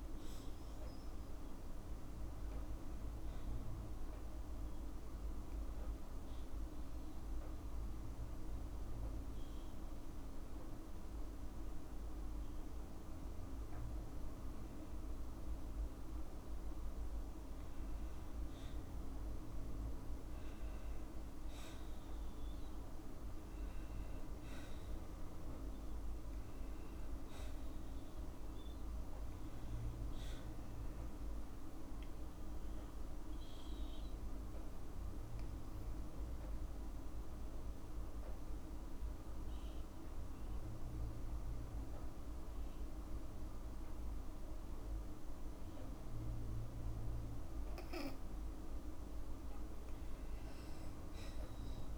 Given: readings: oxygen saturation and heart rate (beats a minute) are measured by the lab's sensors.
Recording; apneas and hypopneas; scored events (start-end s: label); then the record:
breathing in sleep, hard to hear, by a room microphone; 2
0.00-8.50 s: oxygen desaturation (device-marked, oxygen 91% lowest, heart rate 53 extreme)
2.50-14.00 s: obstructive apnea (oxygen 95% before, 91% lowest, heart rate 56 before, 53 extreme, up 1 after)
17.50-21.50 s: arousal
34.50-51.50 s: oxygen desaturation (device-marked, oxygen 96% before, 93% lowest, heart rate 54 before, 52 extreme)
36.50-47.50 s: obstructive apnea (oxygen 96% before, 90% lowest, heart rate 54 before, 52 extreme, up 3 after)
From the record:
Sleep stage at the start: N2 (light sleep); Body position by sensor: on the back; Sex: female